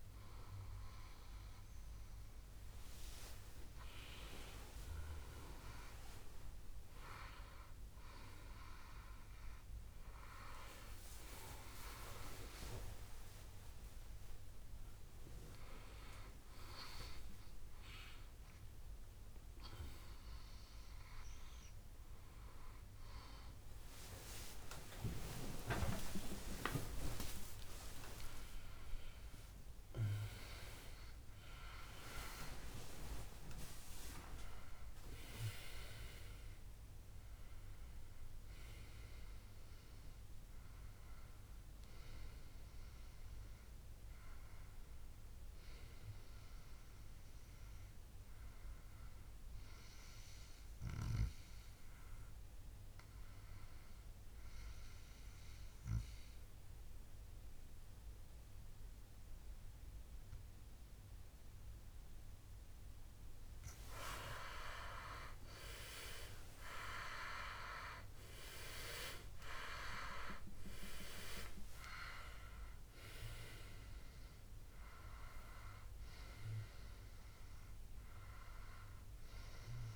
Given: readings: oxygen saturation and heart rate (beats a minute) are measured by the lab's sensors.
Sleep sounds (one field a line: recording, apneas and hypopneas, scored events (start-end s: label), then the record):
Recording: a person partly awake in a sleep study, by a room microphone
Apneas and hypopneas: 1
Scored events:
19.00-49.00 s: new sleep stage, N1 (lightest sleep)
24.00-31.00 s: tachycardia (device-marked, heart rate 69 before, 127 extreme)
26.00-28.00 s: long interval between heartbeats (device-marked, heart rate 80 before, 91 extreme)
48.00-63.00 s: hypopnea (oxygen 98% before, 93% lowest, heart rate 93 before, 61 extreme, up 19 after)
49.00-79.96 s: new sleep stage, N2 (light sleep)
65.50-70.00 s: arousal
69.00-79.96 s: oxygen desaturation (device-marked, oxygen 98% before, 95% lowest, heart rate 66 before, 60 extreme)
From the record:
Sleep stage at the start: awake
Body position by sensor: on the back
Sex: male